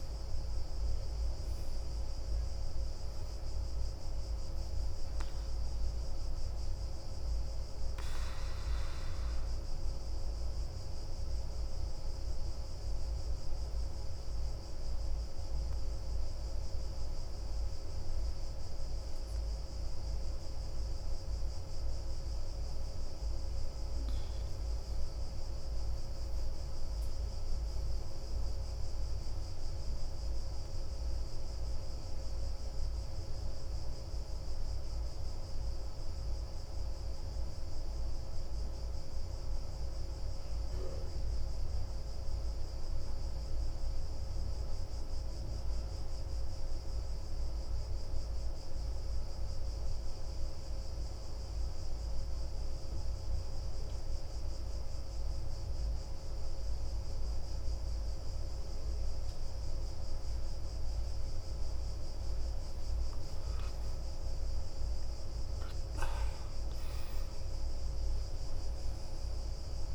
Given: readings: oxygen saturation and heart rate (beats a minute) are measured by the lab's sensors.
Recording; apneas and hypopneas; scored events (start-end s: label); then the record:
breathing in sleep, hard to hear, by a room microphone; 2
0.00-1.50 s: arousal
0.00-8.50 s: oxygen desaturation (device-marked, oxygen 91% lowest, heart rate 35 extreme)
7.50-21.50 s: obstructive apnea (oxygen 97% before, 90% lowest, heart rate 42 before, 28 extreme, up 8 after)
23.00-26.50 s: arousal
29.00-62.00 s: obstructive apnea (oxygen 97% before, 90% lowest, heart rate 41 before, 28 extreme, up 14 after)
54.50-69.95 s: oxygen desaturation (device-marked, oxygen 96% before, 91% lowest, heart rate 39 before, 33 extreme)
63.50-67.50 s: arousal
From the record:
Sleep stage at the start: N2 (light sleep); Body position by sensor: on the back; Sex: male